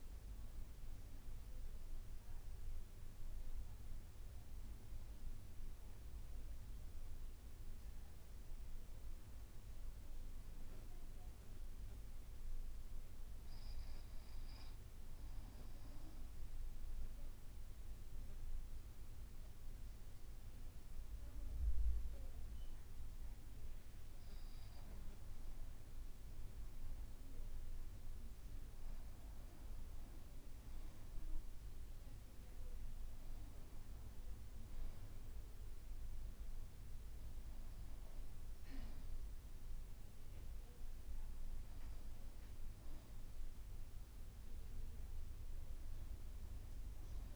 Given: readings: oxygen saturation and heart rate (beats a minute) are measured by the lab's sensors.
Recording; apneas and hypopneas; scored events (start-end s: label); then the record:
breathing in sleep, hard to hear, by a room microphone; 1
7.50-12.00 s: arousal
14.50-25.00 s: obstructive apnea (oxygen 96% before, 92% lowest, heart rate 57 before, 54 extreme, up 2 after)
26.00-30.00 s: arousal
From the record:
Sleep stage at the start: N2 (light sleep); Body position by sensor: on the back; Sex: male